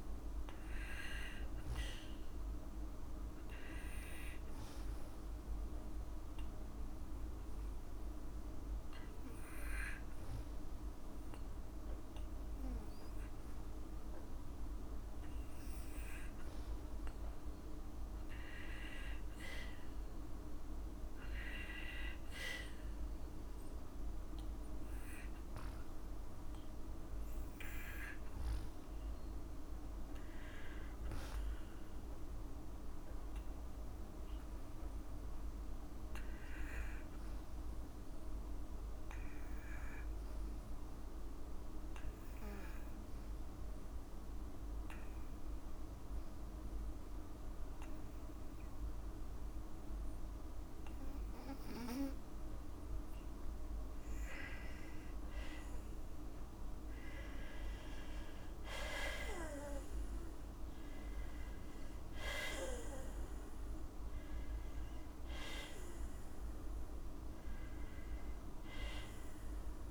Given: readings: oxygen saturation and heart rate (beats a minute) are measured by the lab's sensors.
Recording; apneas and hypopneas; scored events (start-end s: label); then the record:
breathing in sleep by a room microphone; none
none scored
From the record:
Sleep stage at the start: N2 (light sleep); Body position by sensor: on the back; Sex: female